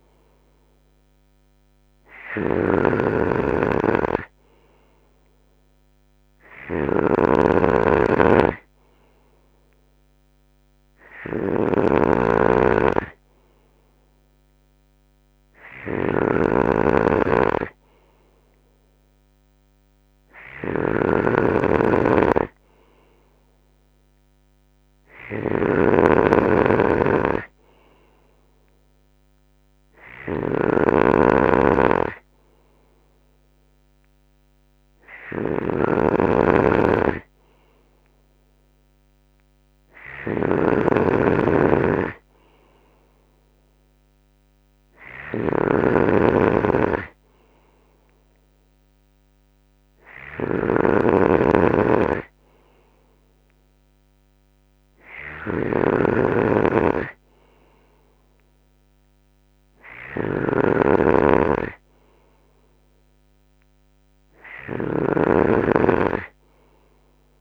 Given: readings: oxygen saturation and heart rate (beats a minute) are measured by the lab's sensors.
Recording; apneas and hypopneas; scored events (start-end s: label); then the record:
breathing in sleep by a microphone on the trachea; none
0.00-67.41 s: snoring (device-marked)
From the record:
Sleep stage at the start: N3 (deep sleep); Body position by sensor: on the right side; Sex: male